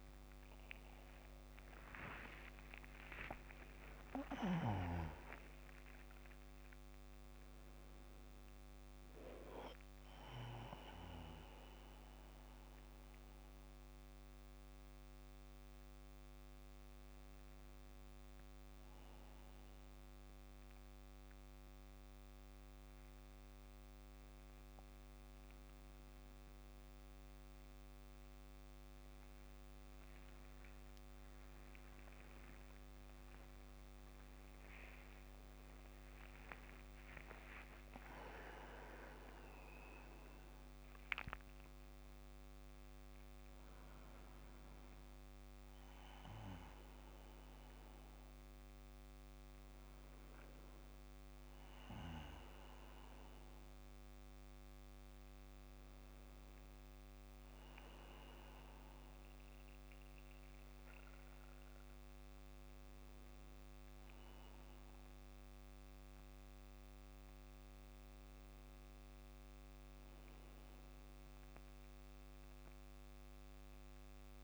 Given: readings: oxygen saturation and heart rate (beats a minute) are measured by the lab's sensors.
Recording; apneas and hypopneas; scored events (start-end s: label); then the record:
a person awake in a sleep study, by a microphone on the trachea; none
2.50-4.50 s: long interval between heartbeats (device-marked, heart rate 73 before, 95 extreme)
5.00-7.00 s: long interval between heartbeats (device-marked, heart rate 76 before, 96 extreme)
45.00-74.44 s: new sleep stage, N1 (lightest sleep)
55.00-57.00 s: long interval between heartbeats (device-marked, heart rate 73 before, 69 extreme)
From the record:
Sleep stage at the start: awake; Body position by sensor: on the back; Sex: male